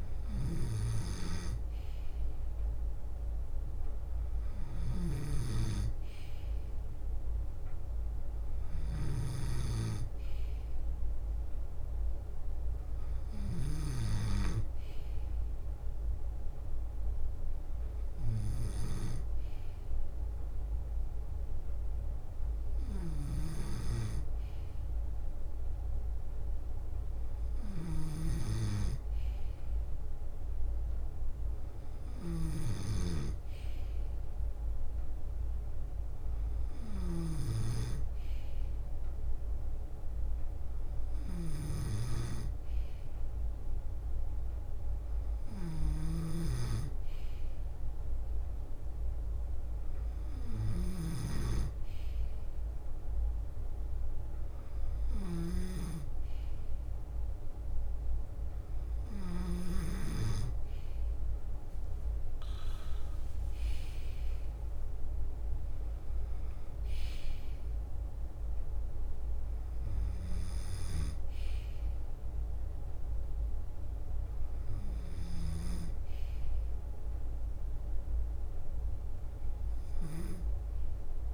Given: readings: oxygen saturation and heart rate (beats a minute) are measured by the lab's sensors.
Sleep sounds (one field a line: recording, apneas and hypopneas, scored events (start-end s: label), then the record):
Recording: breathing in sleep by a room microphone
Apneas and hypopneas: none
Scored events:
0.00-4.00 s: leg movement (device-marked)
0.00-57.50 s: bradycardia (device-marked, heart rate 53 extreme)
26.00-31.00 s: leg movement (device-marked)
31.50-37.50 s: leg movement (device-marked)
40.00-46.50 s: leg movement (device-marked)
45.50-51.00 s: snoring (device-marked)
47.50-54.00 s: leg movement (device-marked)
61.00-63.00 s: long interval between heartbeats (device-marked, heart rate 55 before, 71 extreme)
61.00-69.00 s: leg movement (device-marked)
68.50-81.34 s: bradycardia (device-marked, heart rate 58 before, 53 extreme)
69.00-70.00 s: leg movement (device-marked)
72.00-80.00 s: leg movement (device-marked)
From the record:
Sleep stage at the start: N2 (light sleep)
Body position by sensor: on the left side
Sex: male